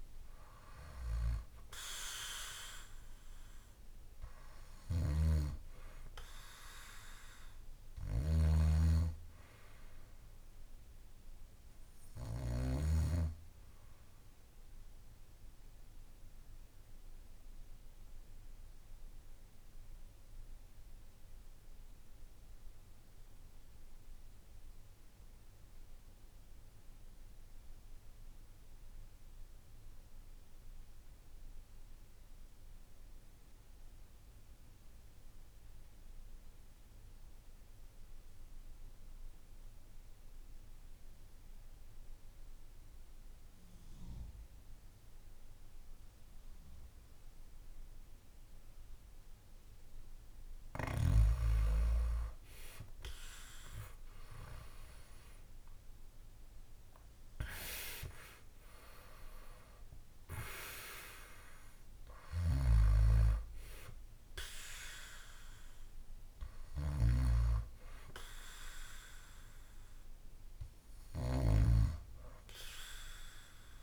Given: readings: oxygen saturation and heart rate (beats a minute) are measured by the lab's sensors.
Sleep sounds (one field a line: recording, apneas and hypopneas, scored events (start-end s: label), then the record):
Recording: breathing in sleep by a room microphone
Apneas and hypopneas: 1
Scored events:
0.00-25.00 s: oxygen desaturation (device-marked, oxygen 88% lowest, heart rate 52 extreme)
4.50-12.50 s: snoring (device-marked)
14.50-50.00 s: obstructive apnea (oxygen 97% before, 85% lowest, heart rate 59 before, 52 extreme, up 11 after)
43.00-73.83 s: oxygen desaturation (device-marked, oxygen 98% before, 85% lowest, heart rate 56 before, 52 extreme)
53.00-56.50 s: arousal
62.00-73.83 s: snoring (device-marked)
From the record:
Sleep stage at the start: N2 (light sleep)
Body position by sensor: on the back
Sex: male